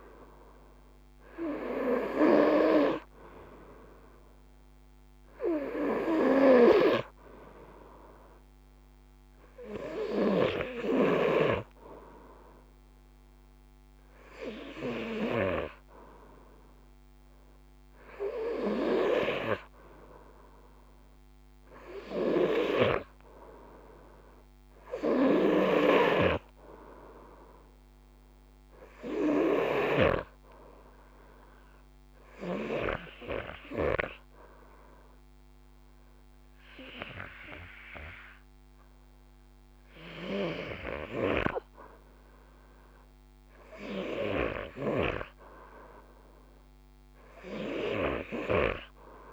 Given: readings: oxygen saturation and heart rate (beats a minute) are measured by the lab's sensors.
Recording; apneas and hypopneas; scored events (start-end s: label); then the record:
breathing in sleep by a microphone on the trachea; 1
21.50-25.50 s: arousal
25.00-29.00 s: snoring (device-marked)
31.50-42.50 s: hypopnea (oxygen 96% before, 92% lowest, heart rate 56 before, 51 extreme)
45.00-48.00 s: arousal
48.00-49.33 s: oxygen desaturation (device-marked, oxygen 95% before, 92% lowest, heart rate 54 before, 52 extreme)
From the record:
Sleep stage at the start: N2 (light sleep); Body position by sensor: on the front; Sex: male